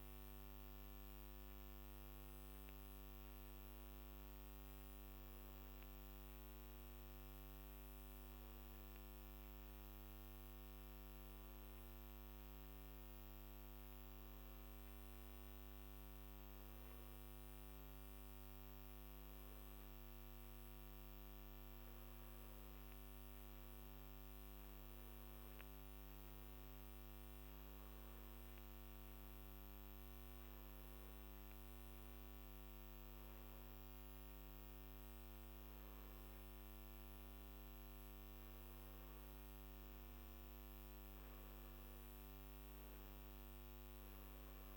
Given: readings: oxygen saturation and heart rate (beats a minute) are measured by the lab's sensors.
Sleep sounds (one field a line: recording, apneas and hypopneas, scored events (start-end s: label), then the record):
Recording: breathing in sleep, hard to hear, by a microphone on the trachea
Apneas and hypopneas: none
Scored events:
none scored
From the record:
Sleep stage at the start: N1 (lightest sleep)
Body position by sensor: on the back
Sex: male